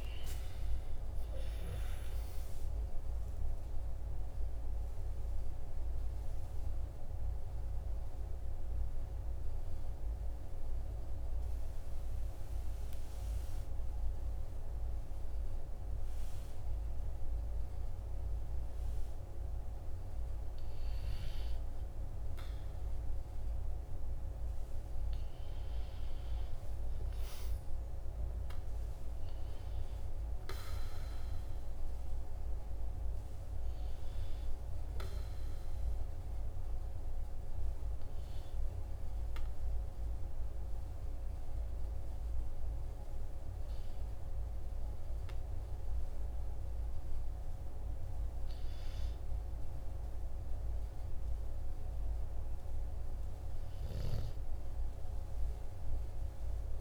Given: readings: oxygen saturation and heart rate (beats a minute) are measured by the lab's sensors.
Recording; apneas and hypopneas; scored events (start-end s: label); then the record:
breathing in sleep, hard to hear, by a room microphone; 1
3.00-15.50 s: central apnea (oxygen 96% before, 94% lowest, heart rate 52 before, 46 extreme, up 2 after)
18.00-23.50 s: arousal
From the record:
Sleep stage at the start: N2 (light sleep); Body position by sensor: on the back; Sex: male